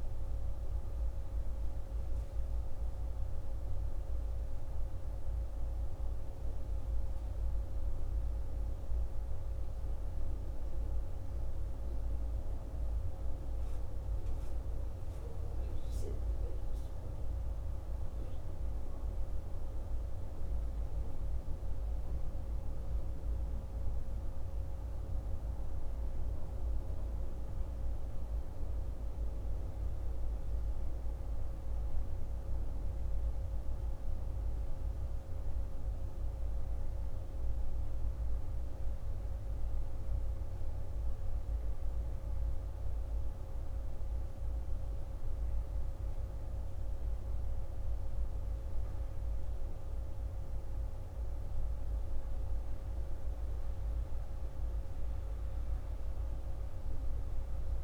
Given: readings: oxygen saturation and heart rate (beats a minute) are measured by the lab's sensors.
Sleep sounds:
breathing in sleep, hard to hear, by a room microphone; none
none scored
From the record:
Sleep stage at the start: N1 (lightest sleep); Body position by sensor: on the back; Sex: male

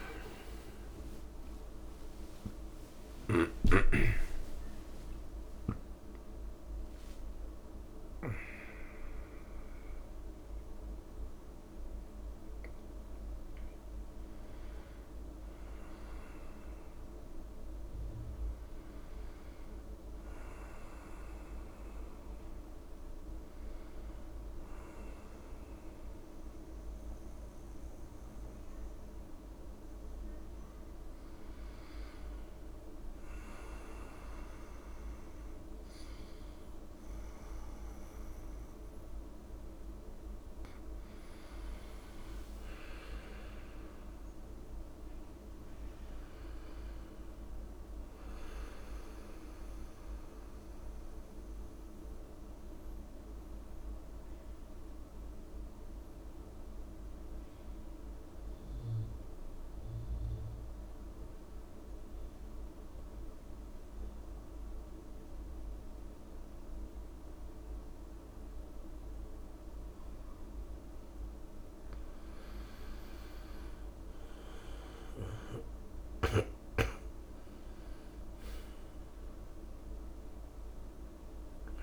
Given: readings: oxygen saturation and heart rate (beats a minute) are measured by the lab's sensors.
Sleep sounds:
breathing in sleep, hard to hear, by a room microphone; 2
0.50-2.50 s: long interval between heartbeats (device-marked, heart rate 86 before, 95 extreme)
3.00-5.00 s: long interval between heartbeats (device-marked, heart rate 87 before, 77 extreme)
3.00-6.50 s: arousal
20.50-31.50 s: hypopnea (oxygen 98% before, 90% lowest)
33.00-35.50 s: arousal
34.00-81.83 s: new sleep stage, N2 (light sleep)
38.00-40.00 s: long interval between heartbeats (device-marked)
44.00-46.00 s: long interval between heartbeats (device-marked)
50.50-70.00 s: central apnea (oxygen 98% before, 88% lowest)
54.00-56.00 s: long interval between heartbeats (device-marked)
57.50-59.50 s: long interval between heartbeats (device-marked)
71.00-81.83 s: oxygen desaturation (device-marked, oxygen 97% before, 90% lowest)
72.50-74.50 s: long interval between heartbeats (device-marked)
73.00-77.50 s: arousal
From the record:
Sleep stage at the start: N1 (lightest sleep); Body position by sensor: on the back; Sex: male

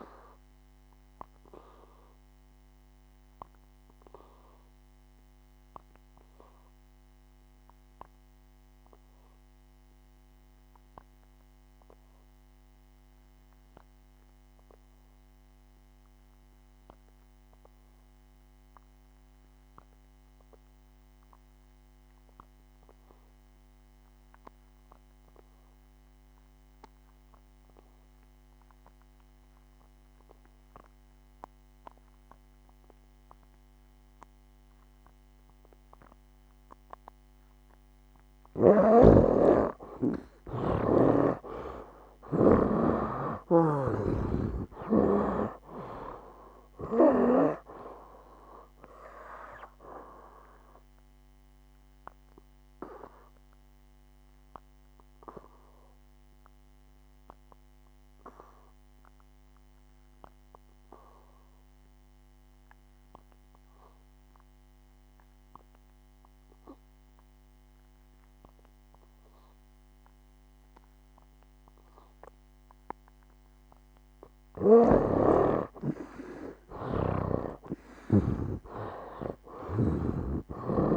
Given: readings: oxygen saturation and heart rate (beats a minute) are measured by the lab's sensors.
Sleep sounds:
breathing in sleep by a microphone on the trachea; 2
0.00-27.00 s: oxygen desaturation (device-marked, oxygen 74% lowest, heart rate 59 extreme)
0.50-38.50 s: obstructive apnea (oxygen 98% before, 67% lowest, heart rate 67 before, 59 extreme, up 16 after)
39.00-76.00 s: oxygen desaturation (device-marked, oxygen 95% before, 67% lowest, heart rate 62 before, 57 extreme)
44.00-48.00 s: arousal
51.50-73.50 s: obstructive apnea (oxygen 96% before, 67% lowest, heart rate 71 before, 57 extreme, up 15 after)
75.00-78.50 s: snoring (device-marked)
78.00-80.96 s: arousal
From the record:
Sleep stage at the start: N2 (light sleep); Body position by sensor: on the back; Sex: male

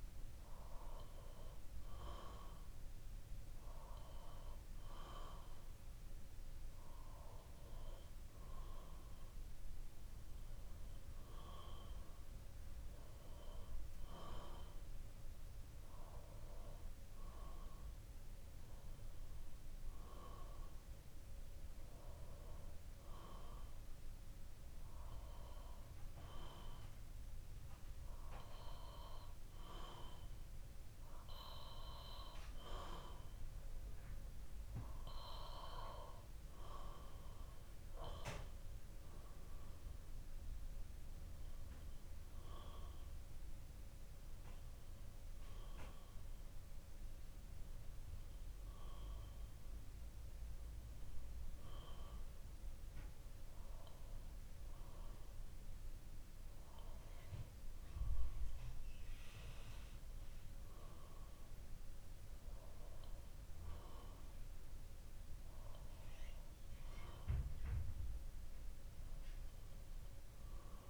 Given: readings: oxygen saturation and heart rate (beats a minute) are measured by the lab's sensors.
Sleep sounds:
breathing in sleep by a room microphone; none
0.00-6.00 s: bradycardia (device-marked, heart rate 58 extreme)
14.00-18.00 s: bradycardia (device-marked, heart rate 63 before, 59 extreme)
From the record:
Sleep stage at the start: N2 (light sleep); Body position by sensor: on the back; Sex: male

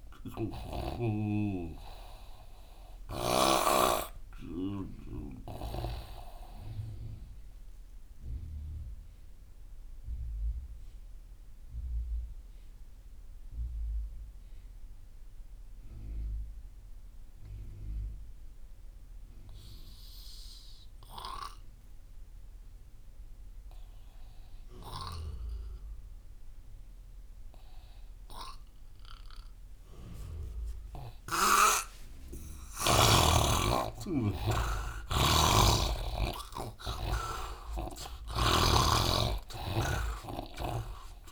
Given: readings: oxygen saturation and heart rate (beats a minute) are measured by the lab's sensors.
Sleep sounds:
breathing in sleep by a room microphone; 1
0.00-12.00 s: oxygen desaturation (device-marked, oxygen 85% lowest)
1.50-6.00 s: snoring (device-marked)
7.50-28.50 s: obstructive apnea (oxygen 96% before, 85% lowest)
29.00-41.32 s: oxygen desaturation (device-marked, oxygen 99% before, 85% lowest)
33.00-37.50 s: arousal
35.50-41.32 s: snoring (device-marked)
From the record:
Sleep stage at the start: N2 (light sleep); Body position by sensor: on the right side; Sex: male

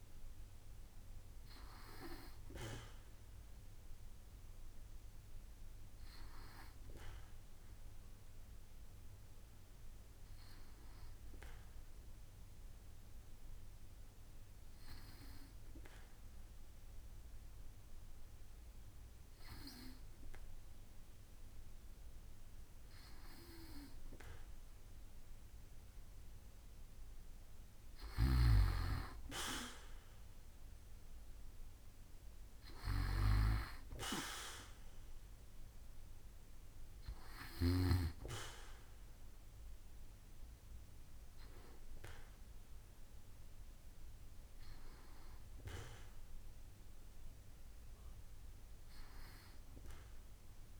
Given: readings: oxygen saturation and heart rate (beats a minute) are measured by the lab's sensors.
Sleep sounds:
breathing in sleep by a room microphone; 1
7.00-25.00 s: hypopnea (oxygen 96% before, 94% lowest, heart rate 70 before, 66 extreme, up 6 after)
28.50-32.00 s: arousal
From the record:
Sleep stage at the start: N2 (light sleep); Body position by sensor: on the back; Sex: male

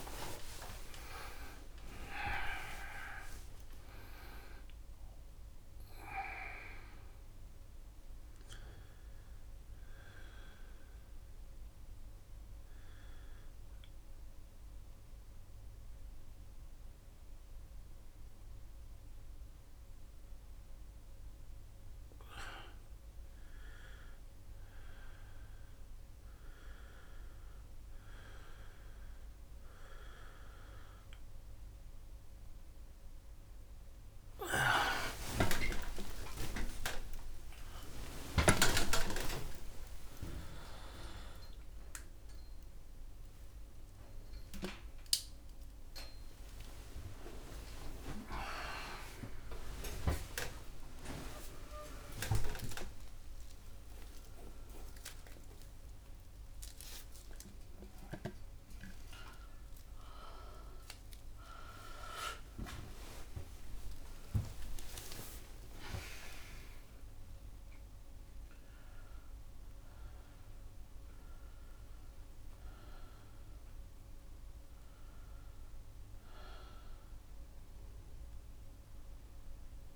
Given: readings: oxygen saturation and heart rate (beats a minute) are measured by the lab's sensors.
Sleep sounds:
a person partly awake in a sleep study, by a room microphone; 1
0.00-1.00 s: long interval between heartbeats (device-marked, heart rate 114 extreme)
12.00-22.50 s: central apnea (oxygen 95% before, 92% lowest, heart rate 104 before, 69 extreme, up 3 after)
28.50-43.50 s: oxygen desaturation (device-marked, oxygen 97% before, 93% lowest, heart rate 76 before, 83 extreme)
32.50-62.50 s: new sleep stage, awake
36.00-38.00 s: long interval between heartbeats (device-marked, heart rate 73 before, 106 extreme)
38.00-40.00 s: long interval between heartbeats (device-marked, heart rate 77 before, 135 extreme)
40.00-42.00 s: long interval between heartbeats (device-marked, heart rate 83 before, 155 extreme)
44.00-46.00 s: long interval between heartbeats (device-marked, heart rate 99 before, 127 extreme)
47.50-49.50 s: long interval between heartbeats (device-marked, heart rate 110 before, 123 extreme)
50.50-52.50 s: long interval between heartbeats (device-marked, heart rate 118 before, 147 extreme)
53.00-55.00 s: long interval between heartbeats (device-marked, heart rate 126 before, 163 extreme)
56.50-58.50 s: long interval between heartbeats (device-marked, heart rate 143 before, 170 extreme)
59.50-61.50 s: long interval between heartbeats (device-marked, heart rate 149 before, 130 extreme)
62.50-79.96 s: new sleep stage, N2 (light sleep)
63.50-65.50 s: long interval between heartbeats (device-marked, heart rate 146 before, 108 extreme)
72.50-79.96 s: oxygen desaturation (device-marked, oxygen 97% before, 92% lowest, heart rate 136 before, 96 extreme)
From the record:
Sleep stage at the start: N2 (light sleep); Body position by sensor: on the back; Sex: male

